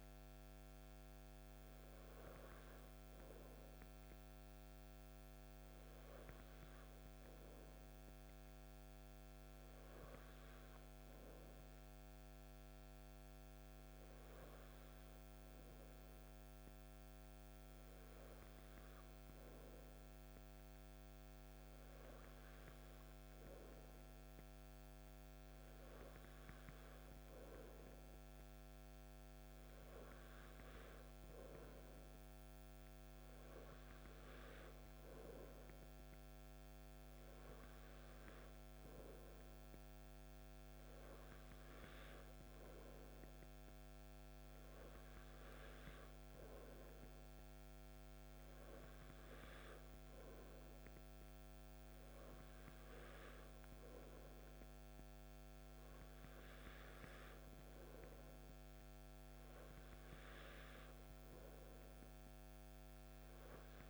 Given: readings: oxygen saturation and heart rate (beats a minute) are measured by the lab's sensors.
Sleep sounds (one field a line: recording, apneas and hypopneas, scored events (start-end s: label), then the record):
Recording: breathing in sleep, hard to hear, by a microphone on the trachea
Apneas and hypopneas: none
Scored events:
none scored
From the record:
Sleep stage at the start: N2 (light sleep)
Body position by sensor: on the back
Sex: male